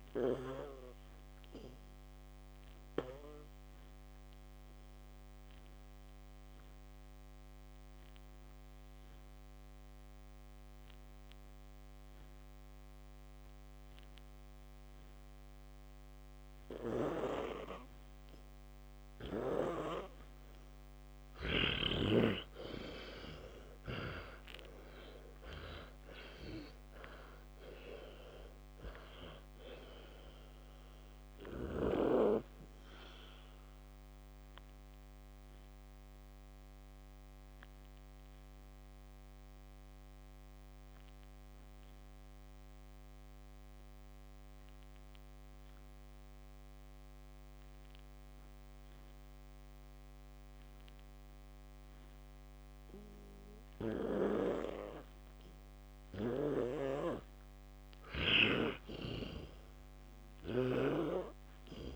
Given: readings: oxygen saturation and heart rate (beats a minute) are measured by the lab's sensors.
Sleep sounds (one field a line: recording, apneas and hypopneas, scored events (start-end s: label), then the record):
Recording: breathing in sleep by a microphone on the trachea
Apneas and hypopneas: 2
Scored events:
0.00-28.00 s: oxygen desaturation (device-marked, oxygen 100% before, 91% lowest, heart rate 61 before, 56 extreme)
3.50-18.00 s: obstructive apnea (oxygen 100% before, 91% lowest, heart rate 61 before, 56 extreme)
22.00-26.50 s: arousal
35.00-51.00 s: obstructive apnea (oxygen 95% before, 88% lowest, heart rate 95 before, 58 extreme, up 2 after)
54.50-57.50 s: arousal
56.00-60.50 s: snoring (device-marked)
From the record:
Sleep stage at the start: N2 (light sleep)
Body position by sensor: on the back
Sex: male